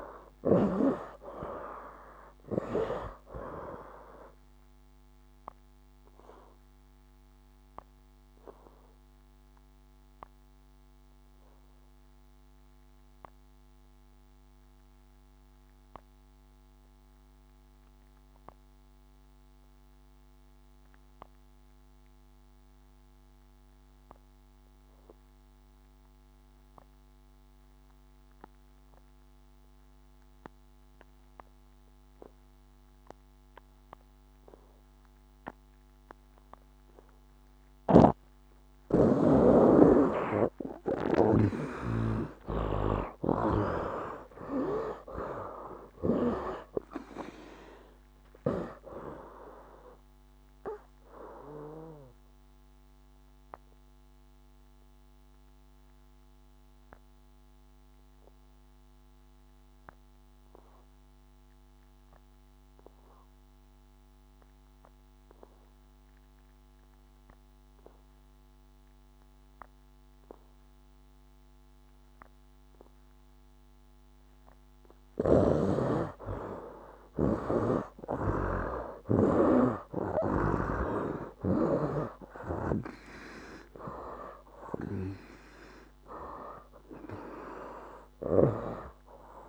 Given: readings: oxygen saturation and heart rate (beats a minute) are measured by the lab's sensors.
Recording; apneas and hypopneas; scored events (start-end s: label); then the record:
breathing in sleep by a microphone on the trachea; 2
0.00-25.50 s: oxygen desaturation (device-marked, oxygen 73% lowest, heart rate 63 extreme)
5.00-37.00 s: obstructive apnea (oxygen 97% before, 71% lowest, heart rate 75 before, 63 extreme, up 14 after)
31.50-72.50 s: oxygen desaturation (device-marked, oxygen 97% before, 71% lowest, heart rate 66 before, 65 extreme)
37.50-41.00 s: snoring (device-marked)
40.00-44.00 s: arousal
43.00-48.50 s: snoring (device-marked)
51.50-74.00 s: obstructive apnea (oxygen 97% before, 71% lowest, heart rate 77 before, 65 extreme, up 16 after)
75.00-82.00 s: snoring (device-marked)
76.50-89.49 s: oxygen desaturation (device-marked, oxygen 96% before, 75% lowest, heart rate 68 before, 67 extreme)
77.50-83.00 s: arousal
From the record:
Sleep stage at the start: N2 (light sleep); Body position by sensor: on the right side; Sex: male